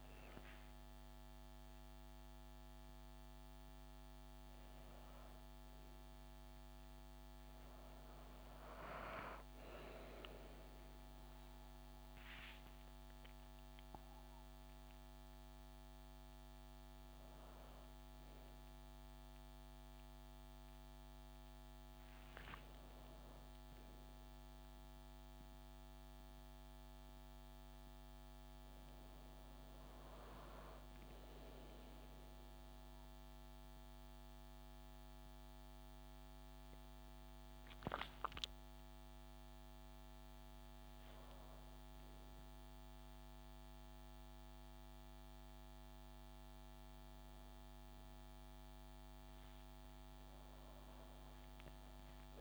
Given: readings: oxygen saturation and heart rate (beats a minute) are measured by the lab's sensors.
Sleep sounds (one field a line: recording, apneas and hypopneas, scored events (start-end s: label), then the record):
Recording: a person awake in a sleep study, hard to hear, by a microphone on the trachea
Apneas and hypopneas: none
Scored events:
none scored
From the record:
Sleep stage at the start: awake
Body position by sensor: on the back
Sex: female